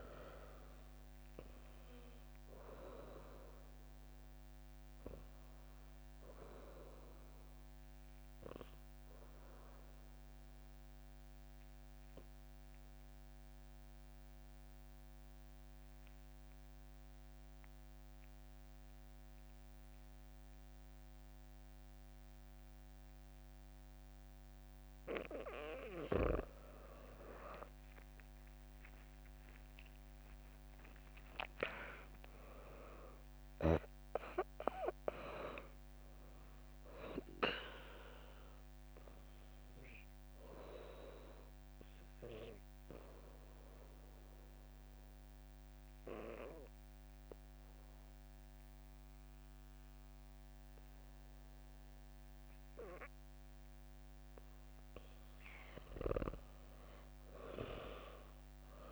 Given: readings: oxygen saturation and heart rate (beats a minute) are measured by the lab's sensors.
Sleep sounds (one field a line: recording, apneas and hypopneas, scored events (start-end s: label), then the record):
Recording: breathing in sleep by a microphone on the trachea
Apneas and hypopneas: 2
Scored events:
0.00-1.50 s: drop in pulse transit time (device-marked, heart rate 60 extreme)
9.00-25.50 s: obstructive apnea (oxygen 100% before, 95% lowest, heart rate 64 before, 63 extreme, up 2 after)
28.00-31.00 s: arousal
29.50-40.50 s: drop in pulse transit time (device-marked, heart rate 66 before, 64 extreme)
34.50-53.50 s: oxygen desaturation (device-marked, oxygen 99% before, 95% lowest, heart rate 65 before, 61 extreme)
42.00-54.50 s: obstructive apnea (oxygen 100% before, 95% lowest, heart rate 67 before, 61 extreme, up 0 after)
57.50-58.92 s: arousal
From the record:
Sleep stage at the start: N2 (light sleep)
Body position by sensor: on the back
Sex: female